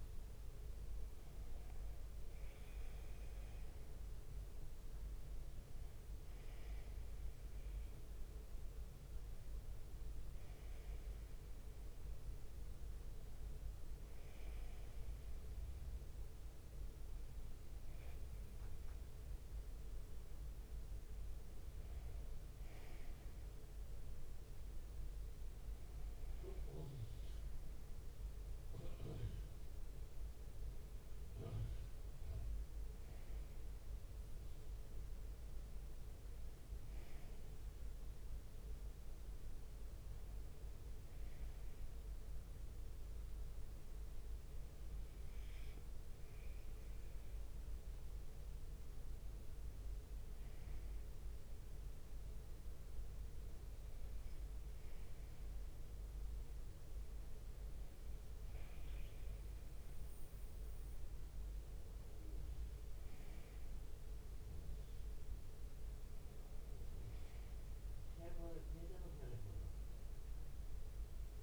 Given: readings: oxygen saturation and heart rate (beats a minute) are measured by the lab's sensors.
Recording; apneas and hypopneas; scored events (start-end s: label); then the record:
breathing in sleep, hard to hear, by a room microphone; none
1.00-3.00 s: long interval between heartbeats (device-marked)
13.50-17.00 s: leg movement (device-marked)
23.00-71.43 s: bradycardia (device-marked)
29.50-31.50 s: long interval between heartbeats (device-marked)
44.00-46.00 s: long interval between heartbeats (device-marked)
47.00-48.50 s: leg movement (device-marked)
49.00-54.00 s: drop in pulse transit time (device-marked)
54.50-56.50 s: long interval between heartbeats (device-marked)
58.00-59.00 s: leg movement (device-marked)
60.00-64.50 s: leg movement (device-marked)
63.00-65.00 s: long interval between heartbeats (device-marked)
65.00-71.43 s: drop in pulse transit time (device-marked)
From the record:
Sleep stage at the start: N1 (lightest sleep); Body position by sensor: on the right side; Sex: male